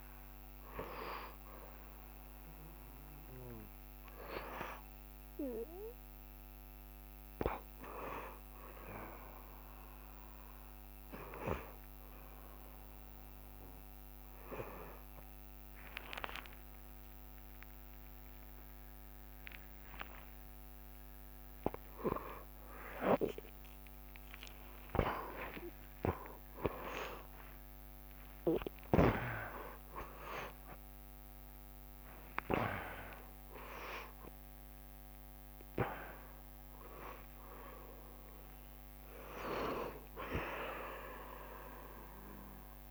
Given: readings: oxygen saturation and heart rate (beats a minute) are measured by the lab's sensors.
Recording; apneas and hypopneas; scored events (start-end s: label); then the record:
a person awake in a sleep study, by a microphone on the trachea; none
5.00-7.00 s: long interval between heartbeats (device-marked, heart rate 80 before, 89 extreme)
12.00-14.00 s: long interval between heartbeats (device-marked, heart rate 86 before, 88 extreme)
12.50-23.50 s: tachycardia (device-marked, heart rate 74 before, 184 extreme)
14.50-16.50 s: long interval between heartbeats (device-marked, heart rate 89 before, 97 extreme)
17.00-19.00 s: long interval between heartbeats (device-marked, heart rate 92 before, 112 extreme)
20.50-22.50 s: long interval between heartbeats (device-marked, heart rate 100 before, 180 extreme)
23.00-25.00 s: long interval between heartbeats (device-marked, heart rate 108 before, 168 extreme)
25.00-27.00 s: long interval between heartbeats (device-marked, heart rate 116 before, 158 extreme)
27.00-29.00 s: long interval between heartbeats (device-marked, heart rate 123 before, 99 extreme)
29.50-36.50 s: bradycardia (device-marked, heart rate 76 before, 49 extreme)
33.00-35.00 s: long interval between heartbeats (device-marked, heart rate 119 before, 49 extreme)
40.00-42.00 s: long interval between heartbeats (device-marked, heart rate 97 before, 60 extreme)
From the record:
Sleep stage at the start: awake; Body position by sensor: on the back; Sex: male